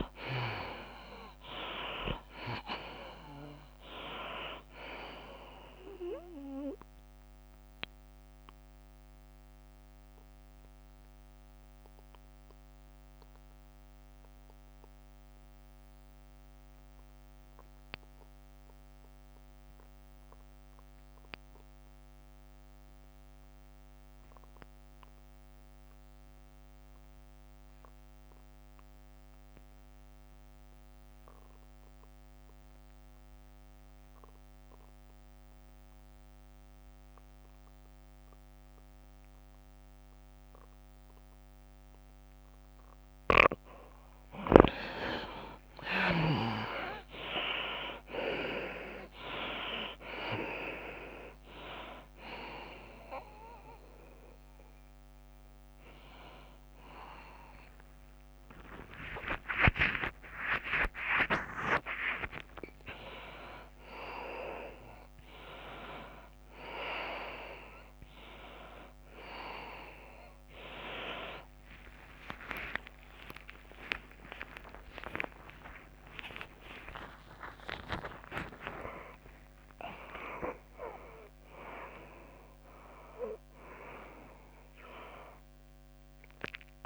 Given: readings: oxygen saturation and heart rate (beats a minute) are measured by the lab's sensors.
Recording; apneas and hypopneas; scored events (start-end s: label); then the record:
a person partly awake in a sleep study, by a microphone on the trachea; 1
0.00-20.50 s: oxygen desaturation (device-marked, oxygen 83% lowest, heart rate 74 extreme)
1.50-8.50 s: tachycardia (device-marked, heart rate 99 before, 102 extreme)
1.50-13.50 s: drop in pulse transit time (device-marked, heart rate 98 before, 98 extreme)
8.50-44.00 s: obstructive apnea (oxygen 98% before, 68% lowest, heart rate 98 before, 69 extreme, up 24 after)
21.00-23.00 s: long interval between heartbeats (device-marked, heart rate 98 before, 89 extreme)
24.00-26.00 s: long interval between heartbeats (device-marked, heart rate 97 before, 88 extreme)
29.50-72.50 s: oxygen desaturation (device-marked, oxygen 96% before, 68% lowest, heart rate 93 before, 69 extreme)
48.50-61.50 s: drop in pulse transit time (device-marked, heart rate 82 before, 77 extreme)
49.50-79.50 s: tachycardia (device-marked, heart rate 98 before, 191 extreme)
57.00-59.00 s: long interval between heartbeats (device-marked, heart rate 86 before, 115 extreme)
60.00-62.00 s: long interval between heartbeats (device-marked, heart rate 90 before, 124 extreme)
62.50-86.86 s: new sleep stage, awake
73.00-75.00 s: long interval between heartbeats (device-marked, heart rate 114 before, 117 extreme)
76.00-78.00 s: long interval between heartbeats (device-marked, heart rate 118 before, 164 extreme)
78.00-80.00 s: long interval between heartbeats (device-marked, heart rate 124 before, 186 extreme)
80.00-82.00 s: long interval between heartbeats (device-marked, heart rate 132 before, 136 extreme)
85.50-86.86 s: tachycardia (device-marked, heart rate 100 before, 105 extreme)
From the record:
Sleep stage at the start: N2 (light sleep); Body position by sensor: on the back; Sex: female